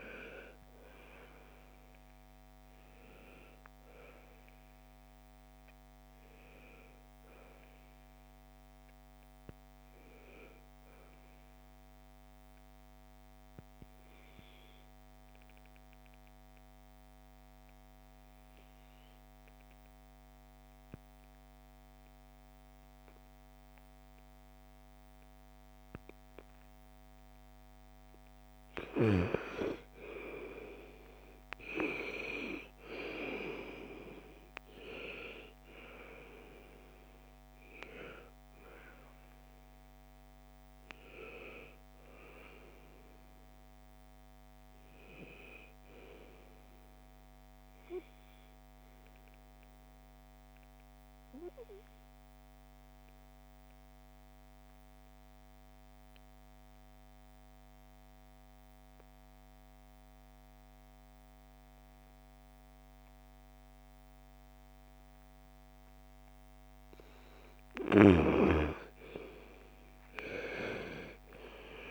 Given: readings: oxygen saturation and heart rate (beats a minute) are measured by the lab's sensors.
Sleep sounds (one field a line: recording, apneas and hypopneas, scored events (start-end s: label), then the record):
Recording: breathing in sleep by a microphone on the trachea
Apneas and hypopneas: 2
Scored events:
0.00-12.00 s: oxygen desaturation (device-marked, oxygen 85% lowest, heart rate 47 extreme)
15.00-28.50 s: obstructive apnea (oxygen 99% before, 87% lowest, heart rate 68 before, 47 extreme, up 7 after)
30.00-33.50 s: arousal
33.00-47.00 s: oxygen desaturation (device-marked, oxygen 98% before, 90% lowest, heart rate 56 before, 55 extreme)
50.00-67.00 s: obstructive apnea (oxygen 98% before, 87% lowest, heart rate 62 before, 55 extreme, up 38 after)
66.00-71.91 s: oxygen desaturation (device-marked, oxygen 98% before, 87% lowest, heart rate 59 before, 59 extreme)
70.00-71.91 s: new sleep stage, awake
From the record:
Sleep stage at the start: N2 (light sleep)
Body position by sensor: on the right side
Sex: female